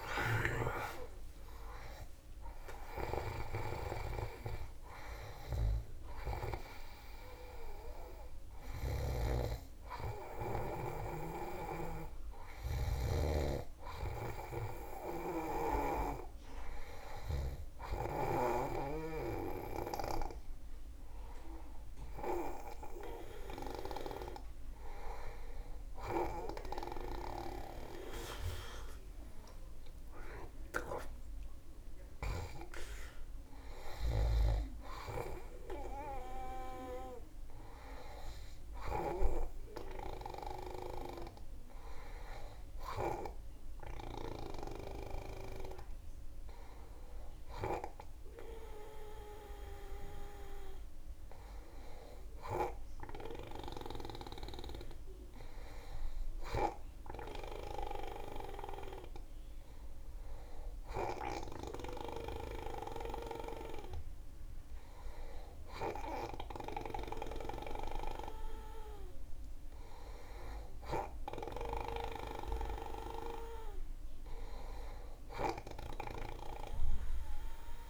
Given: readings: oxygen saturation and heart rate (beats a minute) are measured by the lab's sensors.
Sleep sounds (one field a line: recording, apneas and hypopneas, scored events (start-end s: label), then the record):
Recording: breathing in sleep by a room microphone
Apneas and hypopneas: none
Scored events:
2.00-8.50 s: snoring (device-marked)
10.50-18.00 s: snoring (device-marked)
27.50-32.50 s: arousal
From the record:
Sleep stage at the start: N2 (light sleep)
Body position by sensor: on the back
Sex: male